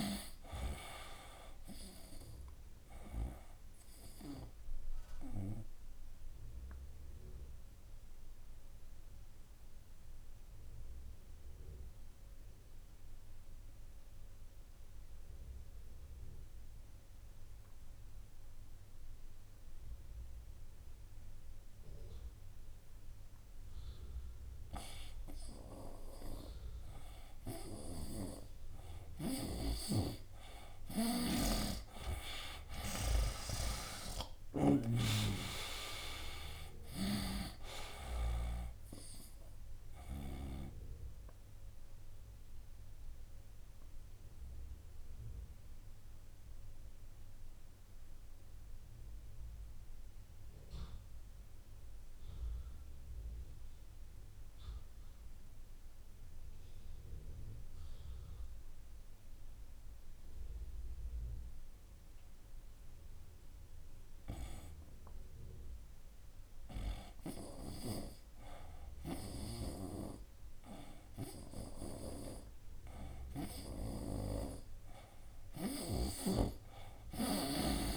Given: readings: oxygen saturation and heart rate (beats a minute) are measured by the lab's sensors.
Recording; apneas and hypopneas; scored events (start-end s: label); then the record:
breathing in sleep by a room microphone; 2
0.00-20.00 s: oxygen desaturation (device-marked, oxygen 88% lowest, heart rate 64 extreme)
4.50-26.50 s: obstructive apnea (oxygen 98% before, 83% lowest, heart rate 70 before, 64 extreme, up 12 after)
25.00-65.00 s: oxygen desaturation (device-marked, oxygen 98% before, 86% lowest, heart rate 70 before, 62 extreme)
27.50-34.50 s: snoring (device-marked)
29.00-33.00 s: arousal
42.00-72.50 s: obstructive apnea (oxygen 98% before, 81% lowest, heart rate 72 before, 62 extreme, up 15 after)
47.00-49.00 s: long interval between heartbeats (device-marked, heart rate 76 before, 83 extreme)
67.50-72.00 s: snoring (device-marked)
70.00-77.97 s: oxygen desaturation (device-marked, oxygen 97% before, 81% lowest, heart rate 66 before, 63 extreme)
74.00-77.97 s: snoring (device-marked)
From the record:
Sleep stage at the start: N2 (light sleep); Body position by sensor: on the right side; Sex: male